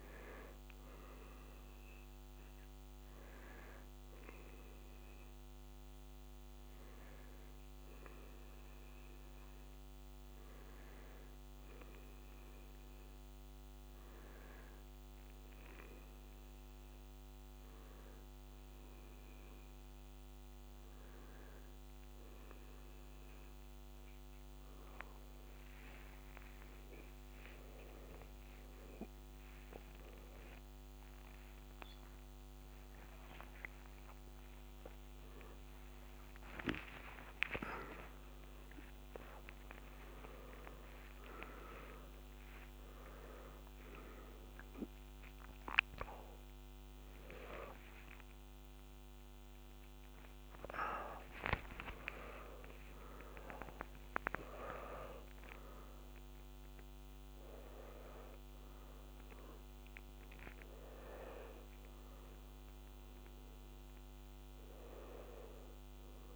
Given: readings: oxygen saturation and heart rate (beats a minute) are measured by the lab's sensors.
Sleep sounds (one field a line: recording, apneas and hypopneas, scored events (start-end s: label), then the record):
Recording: a person partly awake in a sleep study, by a microphone on the trachea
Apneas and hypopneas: 1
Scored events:
0.00-4.00 s: oxygen desaturation (device-marked, oxygen 89% lowest, heart rate 82 extreme)
6.50-24.00 s: hypopnea (oxygen 95% before, 93% lowest, heart rate 85 before, 82 extreme, up 5 after)
23.00-53.00 s: new sleep stage, awake
35.00-37.00 s: long interval between heartbeats (device-marked, heart rate 85 before, 98 extreme)
39.00-41.00 s: long interval between heartbeats (device-marked, heart rate 88 before, 104 extreme)
53.00-66.36 s: new sleep stage, N1 (lightest sleep)
53.50-55.50 s: long interval between heartbeats (device-marked, heart rate 101 before, 101 extreme)
From the record:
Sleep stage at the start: N2 (light sleep)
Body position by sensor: on the back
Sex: male